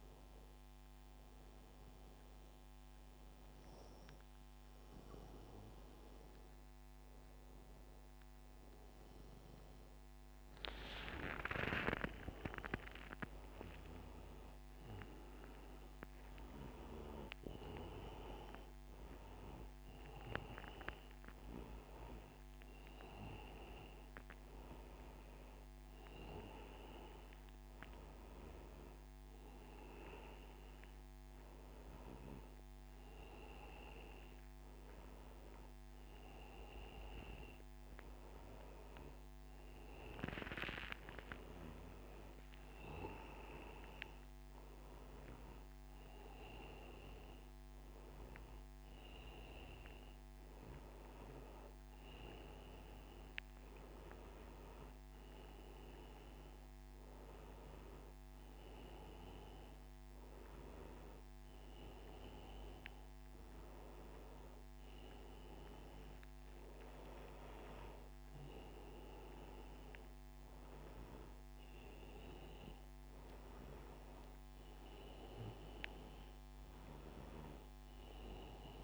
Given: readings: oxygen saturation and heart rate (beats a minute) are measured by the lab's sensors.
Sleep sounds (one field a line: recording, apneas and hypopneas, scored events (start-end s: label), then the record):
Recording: breathing in sleep by a microphone on the trachea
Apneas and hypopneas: none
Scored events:
none scored
From the record:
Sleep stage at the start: N1 (lightest sleep)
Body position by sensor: on the back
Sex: male